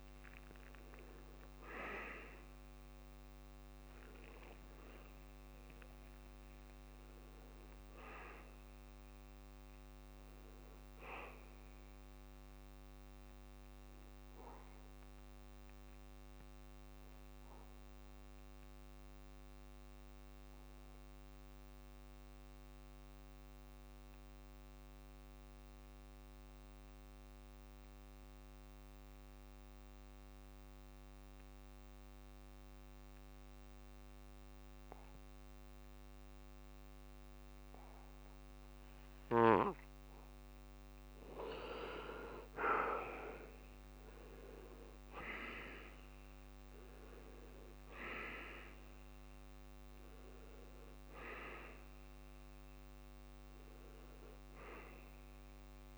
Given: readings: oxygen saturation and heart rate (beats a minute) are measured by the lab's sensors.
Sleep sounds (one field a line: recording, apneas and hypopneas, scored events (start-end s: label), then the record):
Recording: breathing in sleep by a microphone on the trachea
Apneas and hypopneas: 1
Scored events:
0.00-22.50 s: oxygen desaturation (device-marked, oxygen 88% lowest)
16.50-40.00 s: obstructive apnea (oxygen 98% before, 82% lowest, heart rate 98 before, 31 extreme)
38.50-55.98 s: oxygen desaturation (device-marked, oxygen 98% before, 82% lowest, heart rate 59 before, 64 extreme)
42.50-45.50 s: arousal
From the record:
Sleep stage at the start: N2 (light sleep)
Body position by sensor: on the back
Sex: male